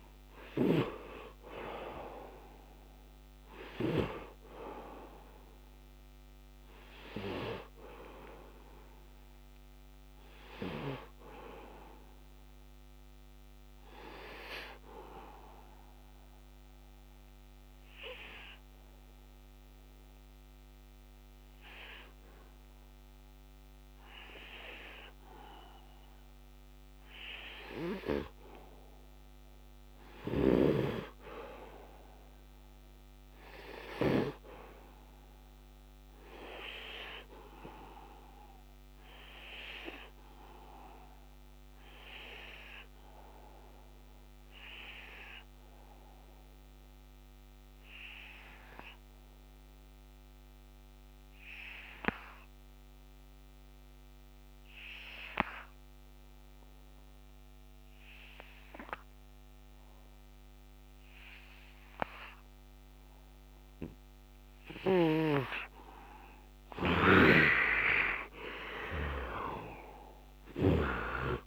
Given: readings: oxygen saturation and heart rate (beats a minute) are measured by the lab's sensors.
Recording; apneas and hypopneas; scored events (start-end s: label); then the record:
breathing in sleep by a microphone on the trachea; 2
0.00-3.50 s: snoring (device-marked)
0.00-20.50 s: oxygen desaturation (device-marked, oxygen 69% lowest, heart rate 71 extreme)
12.50-25.00 s: obstructive apnea (oxygen 93% before, 69% lowest, heart rate 75 before, 69 extreme, up 5 after)
27.50-31.00 s: arousal
36.50-47.50 s: oxygen desaturation (device-marked, oxygen 98% before, 90% lowest, heart rate 76 before, 69 extreme)
38.50-63.00 s: obstructive apnea (oxygen 100% before, 75% lowest, heart rate 76 before, 66 extreme, up 4 after)
56.50-71.47 s: oxygen desaturation (device-marked, oxygen 96% before, 76% lowest, heart rate 73 before, 66 extreme)
64.50-70.50 s: snoring (device-marked)
67.50-71.47 s: arousal
From the record:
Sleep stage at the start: N2 (light sleep); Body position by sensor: on the right side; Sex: male